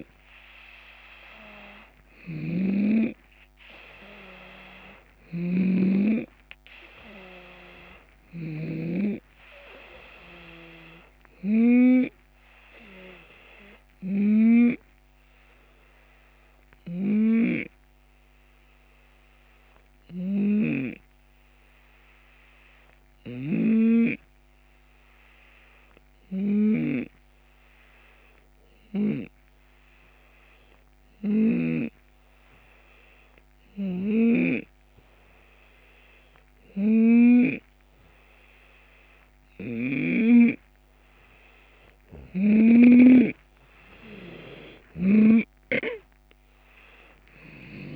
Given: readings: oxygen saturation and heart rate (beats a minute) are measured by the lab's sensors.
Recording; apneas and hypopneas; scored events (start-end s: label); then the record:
breathing in sleep by a microphone on the trachea; 1
0.00-8.00 s: snoring (device-marked)
0.00-14.00 s: drop in pulse transit time (device-marked, heart rate 79 extreme)
12.50-41.50 s: hypopnea (oxygen 93% before, 88% lowest)
16.50-31.00 s: snoring (device-marked)
32.50-34.50 s: long interval between heartbeats (device-marked, heart rate 74 before, 79 extreme)
33.00-39.50 s: snoring (device-marked)
42.50-44.50 s: long interval between heartbeats (device-marked)
46.50-47.96 s: arousal
From the record:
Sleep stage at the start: N2 (light sleep); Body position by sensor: on the left side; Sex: male